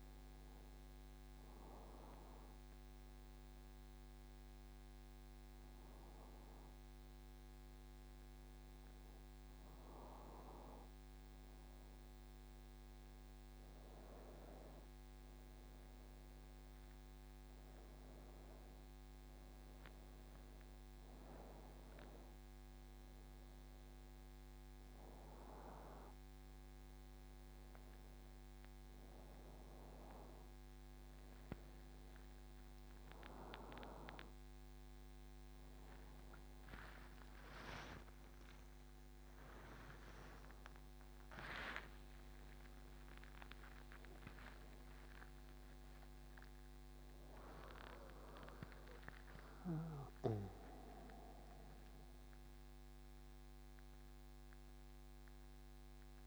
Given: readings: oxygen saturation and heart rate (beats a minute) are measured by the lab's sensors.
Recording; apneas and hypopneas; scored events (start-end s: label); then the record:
a person awake in a sleep study, by a microphone on the trachea; none
none scored
From the record:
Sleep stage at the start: awake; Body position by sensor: on the back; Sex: male